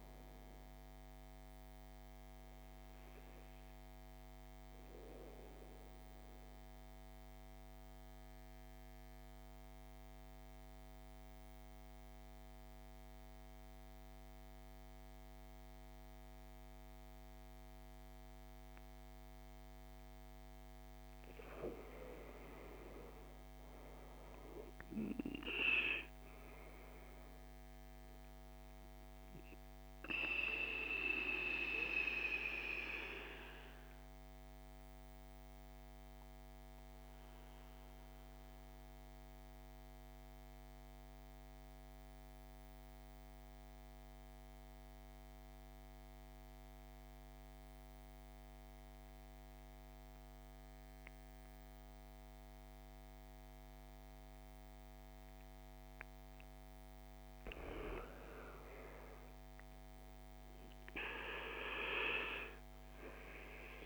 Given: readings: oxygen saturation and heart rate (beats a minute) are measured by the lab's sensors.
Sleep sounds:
breathing in sleep by a microphone on the trachea; 2
5.00-20.00 s: central apnea (oxygen 98% before, 87% lowest, heart rate 53 before, 50 extreme, up 17 after)
22.00-27.00 s: arousal
25.00-50.00 s: oxygen desaturation (device-marked, oxygen 96% before, 87% lowest, heart rate 53 before, 49 extreme)
31.50-55.00 s: mixed apnea (oxygen 98% before, 86% lowest, heart rate 58 before, 48 extreme, up 10 after)
57.00-61.50 s: arousal
From the record:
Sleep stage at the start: N2 (light sleep); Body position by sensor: on the right side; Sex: male

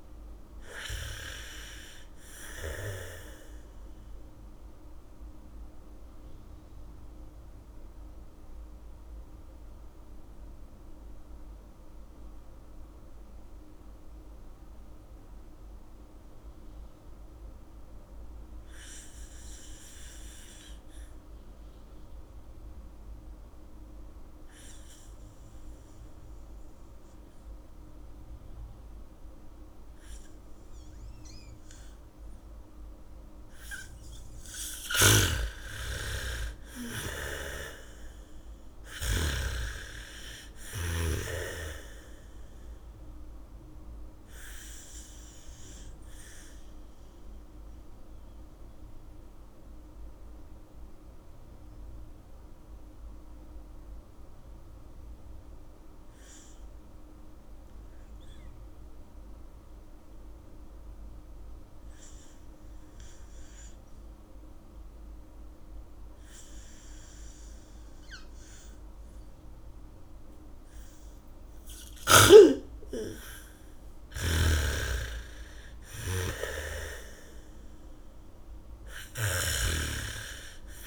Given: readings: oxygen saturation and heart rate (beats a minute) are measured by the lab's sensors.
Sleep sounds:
breathing in sleep by a room microphone; 2
0.00-18.50 s: oxygen desaturation (device-marked, oxygen 81% lowest, heart rate 38 extreme)
4.00-34.00 s: mixed apnea (oxygen 98% before, 81% lowest, heart rate 55 before, 53 extreme, up 2 after)
32.50-61.50 s: oxygen desaturation (device-marked, oxygen 99% before, 84% lowest, heart rate 74 before, 52 extreme)
33.50-37.50 s: bradycardia (device-marked, heart rate 69 before, 53 extreme)
35.50-40.00 s: arousal
37.50-41.50 s: snoring (device-marked)
43.50-71.50 s: mixed apnea (oxygen 99% before, 84% lowest, heart rate 65 before, 52 extreme, up 0 after)
69.50-75.50 s: bradycardia (device-marked, heart rate 69 before, 55 extreme)
72.50-80.87 s: oxygen desaturation (device-marked, oxygen 98% before, 85% lowest, heart rate 72 before, 34 extreme)
73.00-77.00 s: arousal
75.00-80.00 s: snoring (device-marked)
From the record:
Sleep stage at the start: N2 (light sleep); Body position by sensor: on the back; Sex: female

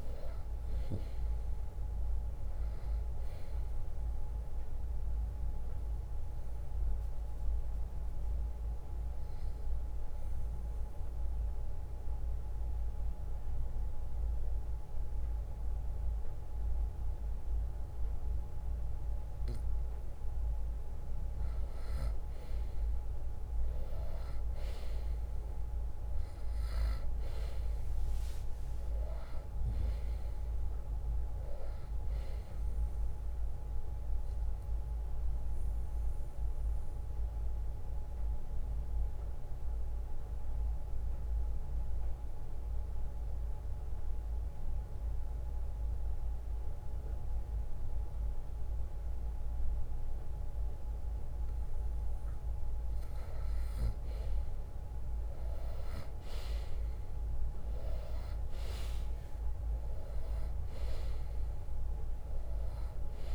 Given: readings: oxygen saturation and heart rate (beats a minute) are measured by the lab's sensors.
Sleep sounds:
breathing in sleep, hard to hear, by a room microphone; 2
0.00-16.50 s: oxygen desaturation (device-marked, oxygen 93% lowest, heart rate 60 extreme)
3.50-18.50 s: drop in pulse transit time (device-marked, heart rate 62 before, 61 extreme)
6.00-22.00 s: obstructive apnea (oxygen 98% before, 90% lowest, heart rate 62 before, 54 extreme, up 4 after)
24.50-29.00 s: arousal
29.50-48.50 s: oxygen desaturation (device-marked, oxygen 97% before, 91% lowest, heart rate 62 before, 54 extreme)
34.50-47.50 s: drop in pulse transit time (device-marked, heart rate 62 before, 54 extreme)
35.50-52.50 s: obstructive apnea (oxygen 97% before, 90% lowest, heart rate 63 before, 54 extreme, up 11 after)
39.50-45.50 s: bradycardia (device-marked, heart rate 64 before, 54 extreme)
54.00-58.50 s: arousal
59.50-63.35 s: oxygen desaturation (device-marked, oxygen 97% before, 90% lowest, heart rate 59 before, 53 extreme)
From the record:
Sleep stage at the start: N2 (light sleep); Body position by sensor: on the right side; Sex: male

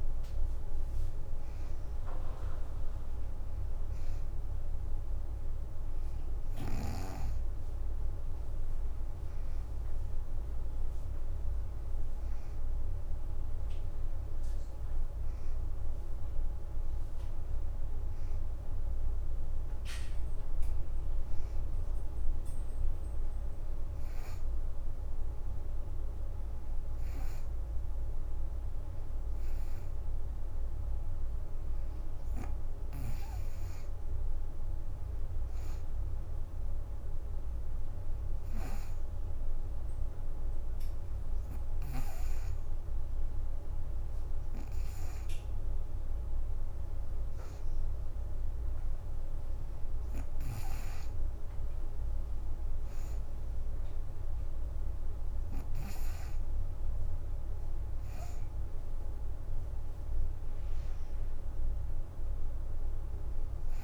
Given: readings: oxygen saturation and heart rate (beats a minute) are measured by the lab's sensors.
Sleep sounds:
breathing in sleep, hard to hear, by a room microphone; none
none scored
From the record:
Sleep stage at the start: N2 (light sleep); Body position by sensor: on the right side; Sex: female

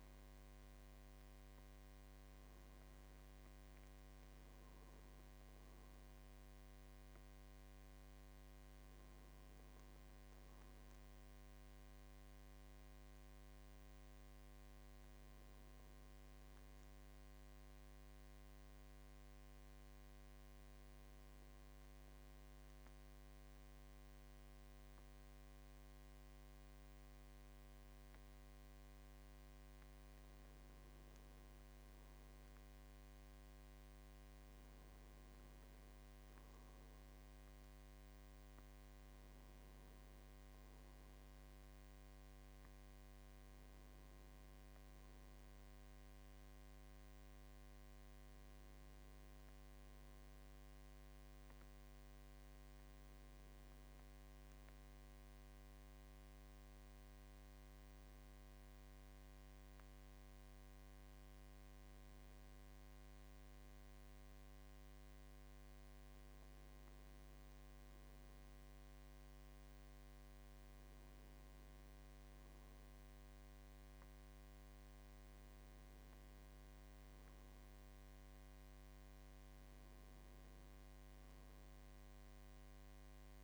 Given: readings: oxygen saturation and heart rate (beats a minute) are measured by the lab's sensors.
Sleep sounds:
breathing in sleep, hard to hear, by a microphone on the trachea; 1
19.00-30.00 s: hypopnea (oxygen 96% before, 92% lowest, heart rate 62 before, 56 extreme, up 3 after)
32.50-36.50 s: arousal
35.50-52.50 s: oxygen desaturation (device-marked, oxygen 95% before, 92% lowest, heart rate 58 before, 55 extreme)
From the record:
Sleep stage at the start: N1 (lightest sleep); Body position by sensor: on the back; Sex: male

